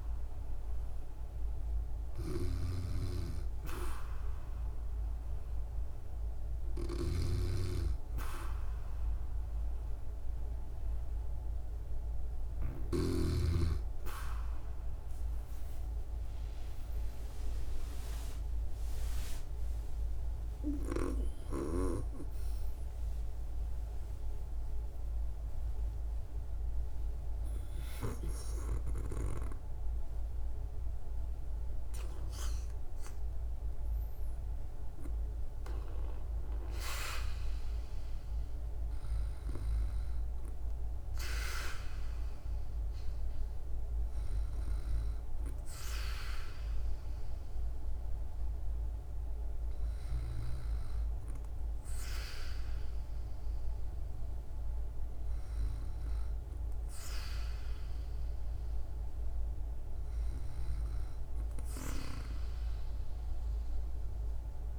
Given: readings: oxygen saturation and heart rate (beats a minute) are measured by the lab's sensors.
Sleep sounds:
breathing in sleep by a room microphone; none
0.00-13.00 s: snoring (device-marked)
17.50-24.50 s: arousal
From the record:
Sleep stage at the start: N2 (light sleep); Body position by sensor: on the back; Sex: female

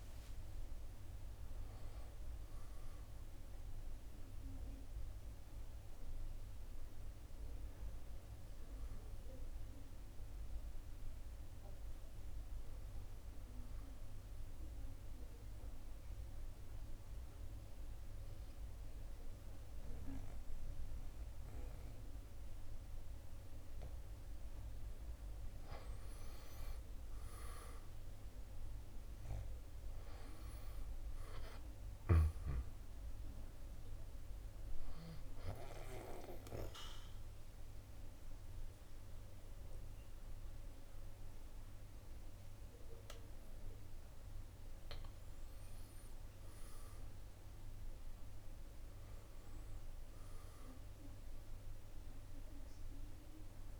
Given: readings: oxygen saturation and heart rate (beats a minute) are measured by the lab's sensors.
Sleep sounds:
breathing in sleep by a room microphone; 2
0.00-4.00 s: arousal
14.00-26.00 s: obstructive apnea (oxygen 96% before, 88% lowest, heart rate 76 before, 66 extreme, up 2 after)
27.50-31.00 s: arousal
28.50-47.50 s: oxygen desaturation (device-marked, oxygen 95% before, 88% lowest, heart rate 73 before, 66 extreme)
35.00-45.00 s: obstructive apnea (oxygen 96% before, 87% lowest, heart rate 71 before, 66 extreme, up 5 after)
45.00-49.00 s: arousal
From the record:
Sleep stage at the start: N2 (light sleep); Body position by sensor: on the back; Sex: male

